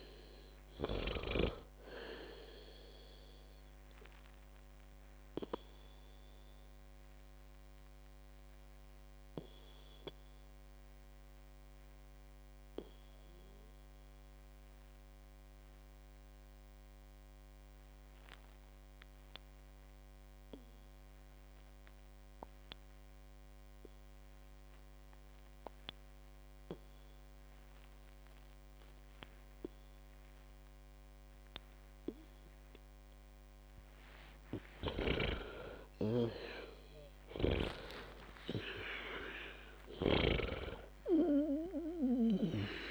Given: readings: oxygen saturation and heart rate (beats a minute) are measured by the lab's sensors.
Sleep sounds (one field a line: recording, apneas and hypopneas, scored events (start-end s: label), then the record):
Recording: breathing in sleep by a microphone on the trachea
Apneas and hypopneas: 1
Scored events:
0.00-22.00 s: oxygen desaturation (device-marked, oxygen 90% lowest, heart rate 52 extreme)
3.00-34.00 s: obstructive apnea (oxygen 97% before, 90% lowest, heart rate 78 before, 52 extreme, up 12 after)
35.00-42.91 s: oxygen desaturation (device-marked, oxygen 99% before, 91% lowest, heart rate 57 before, 51 extreme)
35.50-39.00 s: arousal
35.50-41.00 s: snoring (device-marked)
From the record:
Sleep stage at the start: N2 (light sleep)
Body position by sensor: on the back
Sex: female